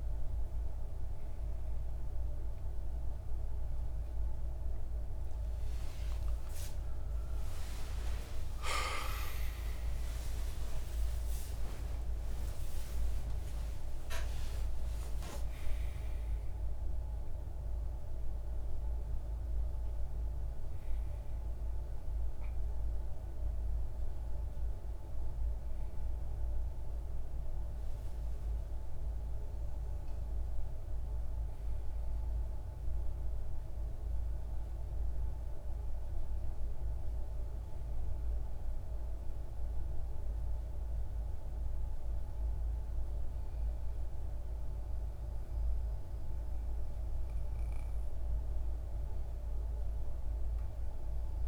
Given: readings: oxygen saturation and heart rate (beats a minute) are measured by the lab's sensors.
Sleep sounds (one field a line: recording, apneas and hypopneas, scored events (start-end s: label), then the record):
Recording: a person awake in a sleep study, hard to hear, by a room microphone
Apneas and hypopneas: none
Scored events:
1.00-15.00 s: oxygen desaturation (device-marked, oxygen 95% before, 92% lowest, heart rate 70 before, 69 extreme)
1.00-31.00 s: new sleep stage, awake
31.00-51.48 s: new sleep stage, N2 (light sleep)
From the record:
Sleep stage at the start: N2 (light sleep)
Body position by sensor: on the back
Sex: male